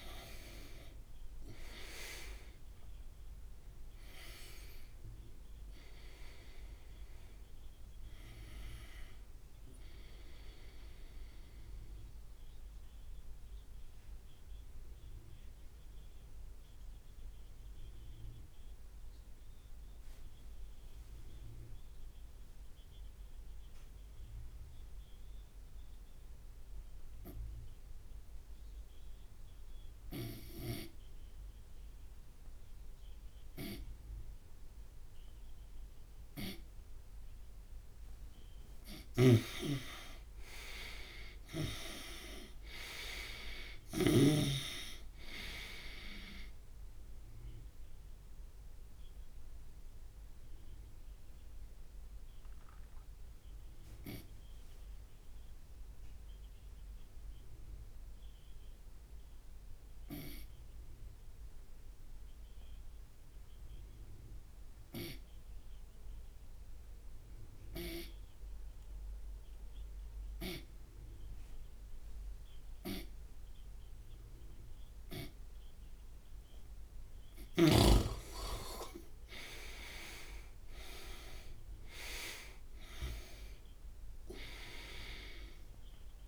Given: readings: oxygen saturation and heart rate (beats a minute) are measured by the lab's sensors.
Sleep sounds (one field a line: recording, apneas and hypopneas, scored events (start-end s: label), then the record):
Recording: breathing in sleep by a room microphone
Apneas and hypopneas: 2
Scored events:
0.00-3.50 s: arousal
1.00-10.00 s: oxygen desaturation (device-marked, oxygen 97% before, 94% lowest)
13.00-37.50 s: obstructive apnea (oxygen 98% before, 87% lowest)
20.00-30.00 s: oxygen desaturation (device-marked, oxygen 95% before, 91% lowest)
39.50-43.00 s: arousal
42.00-66.00 s: oxygen desaturation (device-marked, oxygen 99% before, 87% lowest)
50.00-77.00 s: obstructive apnea (oxygen 99% before, 87% lowest)
78.00-82.50 s: arousal
From the record:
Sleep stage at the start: N2 (light sleep)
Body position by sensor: on the right side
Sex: male